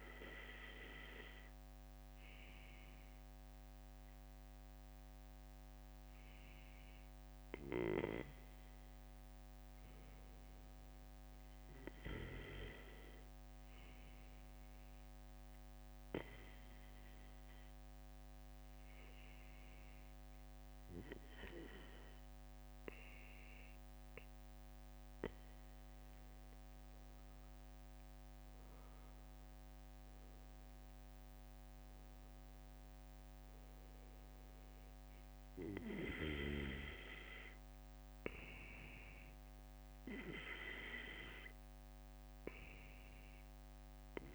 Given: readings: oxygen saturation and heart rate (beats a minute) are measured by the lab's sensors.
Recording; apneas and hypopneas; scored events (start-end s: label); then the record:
breathing in sleep by a microphone on the trachea; none
none scored
From the record:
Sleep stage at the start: N2 (light sleep); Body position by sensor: on the back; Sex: male